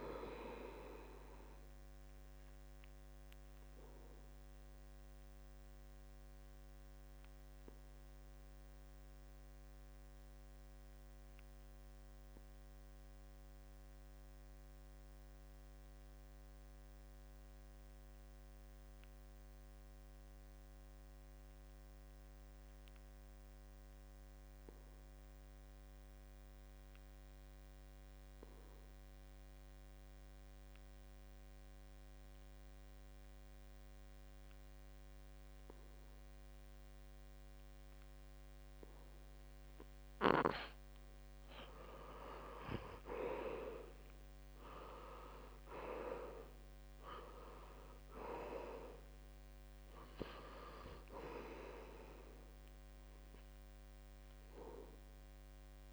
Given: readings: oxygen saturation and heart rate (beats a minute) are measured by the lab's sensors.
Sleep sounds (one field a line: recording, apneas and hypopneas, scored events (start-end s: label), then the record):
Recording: breathing in sleep by a microphone on the trachea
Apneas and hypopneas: 1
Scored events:
0.00-18.50 s: oxygen desaturation (device-marked, oxygen 79% lowest, heart rate 67 extreme)
6.50-39.00 s: obstructive apnea (oxygen 97% before, 75% lowest, heart rate 71 before, 67 extreme, up 10 after)
23.50-55.92 s: oxygen desaturation (device-marked, oxygen 96% before, 75% lowest, heart rate 68 before, 66 extreme)
27.50-29.50 s: long interval between heartbeats (device-marked, heart rate 68 before, 69 extreme)
42.00-45.00 s: arousal
From the record:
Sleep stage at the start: N2 (light sleep)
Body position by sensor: on the back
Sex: male